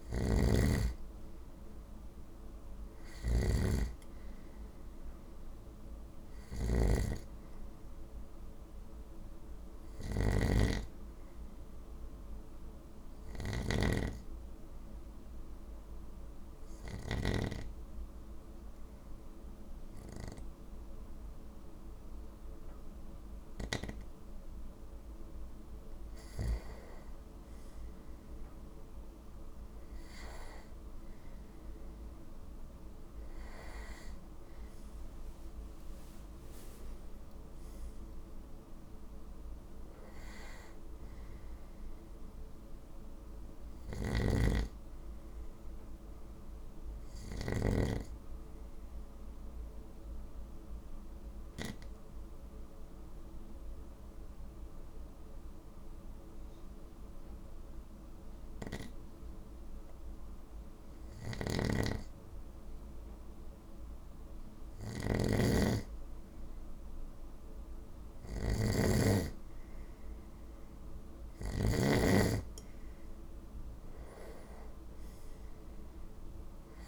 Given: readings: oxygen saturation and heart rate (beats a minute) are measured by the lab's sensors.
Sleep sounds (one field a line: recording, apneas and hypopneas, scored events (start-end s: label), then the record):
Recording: breathing in sleep by a room microphone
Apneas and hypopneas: 2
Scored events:
0.00-13.50 s: snoring (device-marked)
6.50-10.00 s: arousal
14.00-24.50 s: obstructive apnea (oxygen 98% before, 94% lowest, heart rate 53 before, 50 extreme, up 6 after)
26.00-30.00 s: arousal
42.50-46.00 s: arousal
43.50-47.50 s: snoring (device-marked)
48.50-62.00 s: obstructive apnea (oxygen 98% before, 95% lowest, heart rate 55 before, 50 extreme, up 1 after)
61.00-71.50 s: snoring (device-marked)
66.00-69.50 s: arousal
From the record:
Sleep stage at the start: N2 (light sleep)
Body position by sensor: on the right side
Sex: male